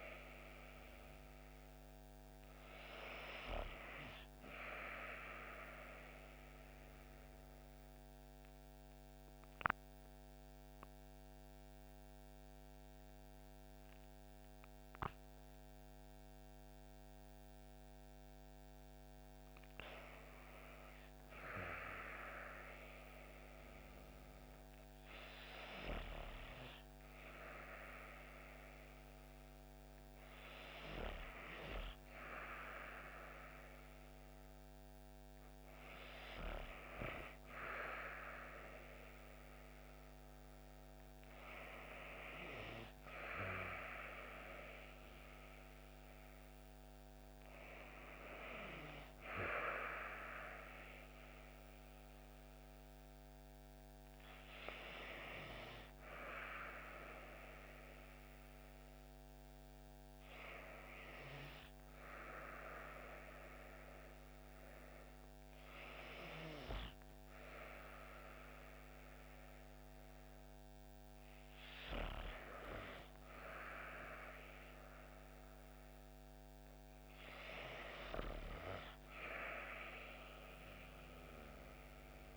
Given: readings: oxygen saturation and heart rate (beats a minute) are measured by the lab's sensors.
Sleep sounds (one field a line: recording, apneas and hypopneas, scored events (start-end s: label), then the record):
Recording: breathing in sleep by a microphone on the trachea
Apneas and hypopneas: 1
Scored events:
5.50-18.50 s: obstructive apnea (oxygen 97% before, 91% lowest)
21.00-24.50 s: arousal
41.00-56.00 s: oxygen desaturation (device-marked, oxygen 95% before, 91% lowest)
From the record:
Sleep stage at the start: N2 (light sleep)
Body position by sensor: on the back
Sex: female